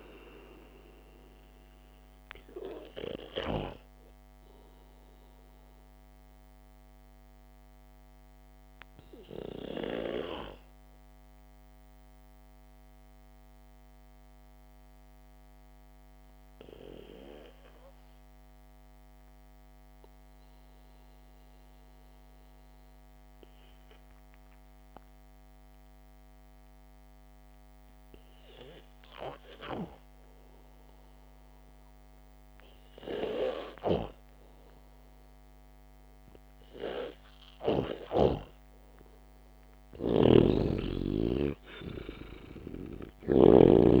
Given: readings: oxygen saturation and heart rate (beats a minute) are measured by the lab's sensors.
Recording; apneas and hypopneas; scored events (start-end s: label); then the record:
breathing in sleep by a microphone on the trachea; 1
0.50-7.50 s: oxygen desaturation (device-marked, oxygen 96% before, 92% lowest, heart rate 59 before, 55 extreme)
7.50-32.50 s: obstructive apnea (oxygen 98% before, 91% lowest, heart rate 56 before, 52 extreme, up 0 after)
16.50-25.50 s: oxygen desaturation (device-marked, oxygen 94% before, 91% lowest, heart rate 58 before, 52 extreme)
34.50-38.00 s: arousal
36.50-44.00 s: oxygen desaturation (device-marked, oxygen 98% before, 93% lowest, heart rate 65 before, 55 extreme)
From the record:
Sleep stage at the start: N2 (light sleep); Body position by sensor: on the back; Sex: male